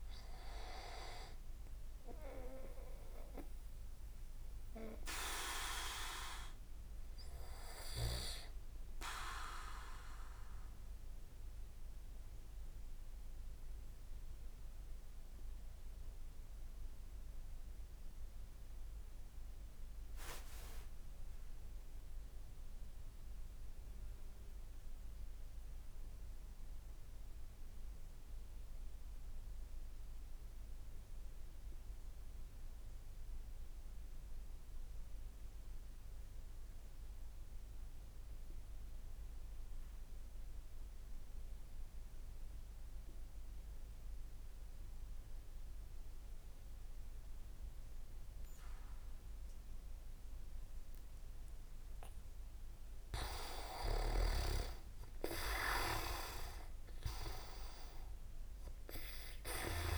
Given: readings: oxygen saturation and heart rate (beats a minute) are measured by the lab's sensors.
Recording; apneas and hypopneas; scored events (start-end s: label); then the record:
breathing in sleep by a room microphone; 1
9.00-21.00 s: oxygen desaturation (device-marked, oxygen 96% before, 93% lowest)
11.50-51.50 s: mixed apnea (oxygen 97% before, 93% lowest)
19.50-21.50 s: leg movement (device-marked)
44.00-59.98 s: oxygen desaturation (device-marked, oxygen 100% before, 93% lowest)
52.50-56.00 s: leg movement (device-marked)
54.00-58.50 s: arousal
From the record:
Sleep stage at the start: N2 (light sleep); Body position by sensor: on the back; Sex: male